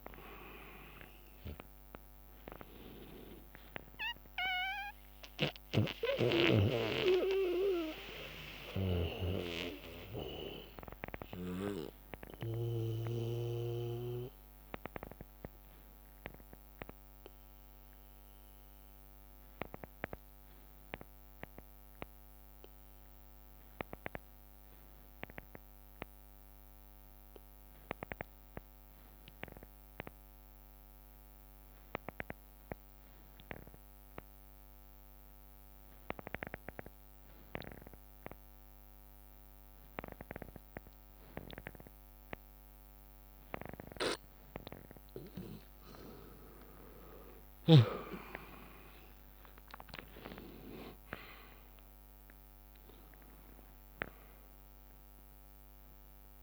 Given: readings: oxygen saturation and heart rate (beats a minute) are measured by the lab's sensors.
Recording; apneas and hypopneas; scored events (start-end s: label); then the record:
breathing in sleep by a microphone on the trachea; 1
0.00-1.00 s: long interval between heartbeats (device-marked, heart rate 84 extreme)
0.00-2.00 s: arousal
0.00-10.50 s: drop in pulse transit time (device-marked, heart rate 56 extreme)
0.00-19.50 s: oxygen desaturation (device-marked, oxygen 87% lowest, heart rate 54 extreme)
1.00-3.00 s: long interval between heartbeats (device-marked, heart rate 63 before, 93 extreme)
5.50-11.50 s: bradycardia (device-marked, heart rate 66 before, 54 extreme)
6.00-45.50 s: obstructive apnea (oxygen 99% before, 86% lowest, heart rate 71 before, 53 extreme, up 41 after)
6.50-13.00 s: snoring (device-marked)
18.50-22.50 s: bradycardia (device-marked, heart rate 66 before, 59 extreme)
23.50-25.50 s: bradycardia (device-marked, heart rate 66 before, 59 extreme)
27.50-30.50 s: bradycardia (device-marked, heart rate 66 before, 59 extreme)
31.50-38.50 s: bradycardia (device-marked, heart rate 66 before, 57 extreme)
38.50-56.43 s: oxygen desaturation (device-marked, oxygen 98% before, 86% lowest, heart rate 59 before, 53 extreme)
39.50-42.50 s: bradycardia (device-marked, heart rate 66 before, 58 extreme)
47.50-52.50 s: arousal
47.50-56.43 s: drop in pulse transit time (device-marked, heart rate 59 before, 62 extreme)
49.50-51.50 s: long interval between heartbeats (device-marked, heart rate 61 before, 96 extreme)
From the record:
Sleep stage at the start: N2 (light sleep); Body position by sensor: on the back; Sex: male